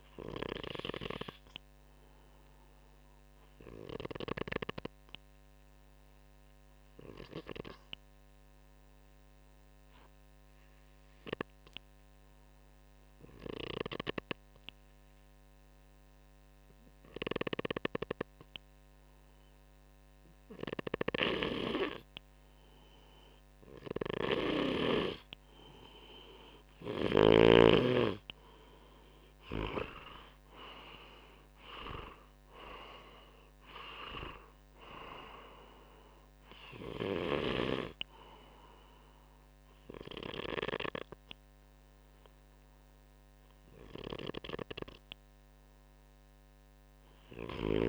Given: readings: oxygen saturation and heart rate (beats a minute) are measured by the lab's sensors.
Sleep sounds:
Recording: breathing in sleep by a microphone on the trachea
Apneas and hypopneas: 1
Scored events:
0.00-9.50 s: oxygen desaturation (device-marked, oxygen 93% lowest, heart rate 62 extreme)
0.50-22.50 s: obstructive apnea (oxygen 97% before, 93% lowest, heart rate 66 before, 62 extreme, up 2 after)
17.00-27.00 s: snoring (device-marked)
25.00-29.00 s: arousal
26.50-34.50 s: oxygen desaturation (device-marked, oxygen 97% before, 93% lowest, heart rate 63 before, 62 extreme)
From the record:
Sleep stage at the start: N2 (light sleep)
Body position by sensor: on the front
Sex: male

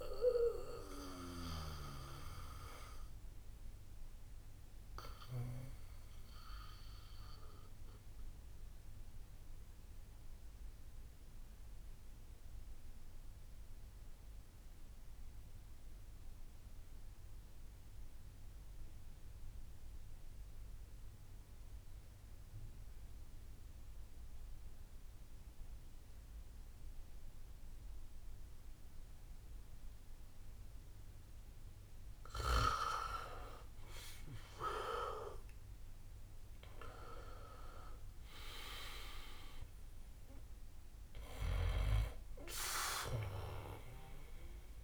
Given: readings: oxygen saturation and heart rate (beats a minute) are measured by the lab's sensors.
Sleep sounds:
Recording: breathing in sleep by a room microphone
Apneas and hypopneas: 1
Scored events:
0.00-1.50 s: drop in pulse transit time (device-marked, heart rate 67 extreme)
0.00-6.50 s: bradycardia (device-marked, heart rate 55 extreme)
0.00-9.50 s: oxygen desaturation (device-marked, oxygen 86% lowest, heart rate 55 extreme)
5.00-33.00 s: obstructive apnea (oxygen 97% before, 87% lowest, heart rate 97 before, 55 extreme, up 6 after)
13.50-18.50 s: bradycardia (device-marked, heart rate 69 before, 58 extreme)
26.50-44.84 s: oxygen desaturation (device-marked, oxygen 99% before, 90% lowest, heart rate 60 before, 55 extreme)
35.00-40.00 s: arousal
36.50-44.84 s: drop in pulse transit time (device-marked, heart rate 61 before, 61 extreme)
From the record:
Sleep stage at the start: N2 (light sleep)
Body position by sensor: on the back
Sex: male

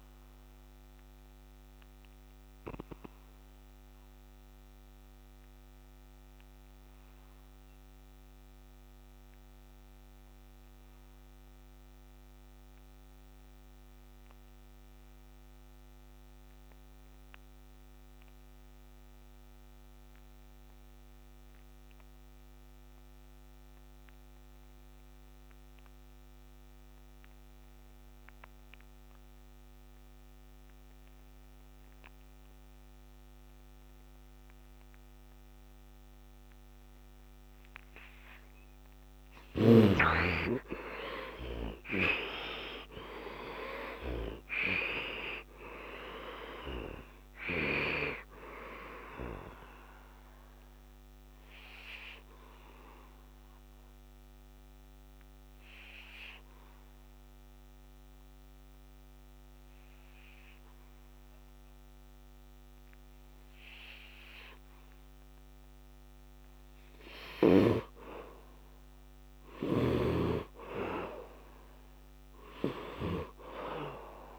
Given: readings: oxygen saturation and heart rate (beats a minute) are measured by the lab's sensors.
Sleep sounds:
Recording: breathing in sleep by a microphone on the trachea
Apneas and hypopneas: 2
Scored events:
0.00-2.50 s: bradycardia (device-marked, heart rate 62 extreme)
0.00-18.50 s: oxygen desaturation (device-marked, oxygen 62% lowest, heart rate 58 extreme)
1.00-38.50 s: obstructive apnea (oxygen 97% before, 57% lowest, heart rate 75 before, 61 extreme, up 25 after)
20.50-69.50 s: oxygen desaturation (device-marked, oxygen 99% before, 57% lowest, heart rate 63 before, 63 extreme)
40.50-46.00 s: arousal
50.50-66.00 s: obstructive apnea (oxygen 99% before, 57% lowest, heart rate 79 before, 66 extreme, up 16 after)
69.00-74.00 s: arousal
71.50-74.39 s: oxygen desaturation (device-marked, oxygen 99% before, 81% lowest, heart rate 72 before, 67 extreme)
From the record:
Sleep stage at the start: N2 (light sleep)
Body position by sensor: on the back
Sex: male

